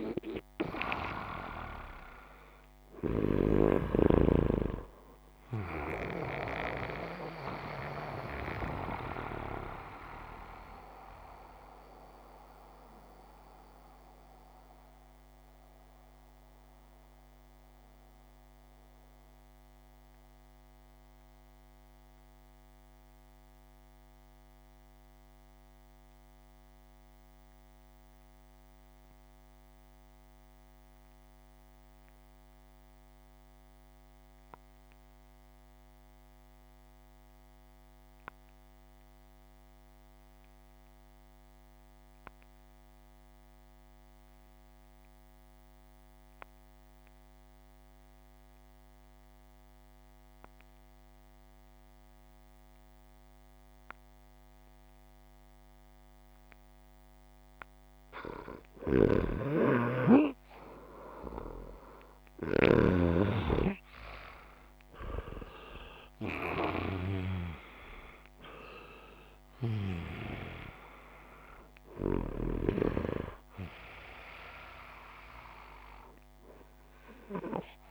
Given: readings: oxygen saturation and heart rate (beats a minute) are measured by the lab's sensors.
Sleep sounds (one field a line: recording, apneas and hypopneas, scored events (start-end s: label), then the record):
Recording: breathing in sleep by a microphone on the trachea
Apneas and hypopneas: 1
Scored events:
3.50-21.50 s: oxygen desaturation (device-marked, oxygen 98% before, 93% lowest, heart rate 61 before, 55 extreme)
13.00-58.00 s: mixed apnea (oxygen 98% before, 90% lowest, heart rate 62 before, 56 extreme, up 6 after)
55.50-77.90 s: oxygen desaturation (device-marked, oxygen 97% before, 93% lowest, heart rate 59 before, 61 extreme)
60.50-65.00 s: arousal
From the record:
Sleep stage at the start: N2 (light sleep)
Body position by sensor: upright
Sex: male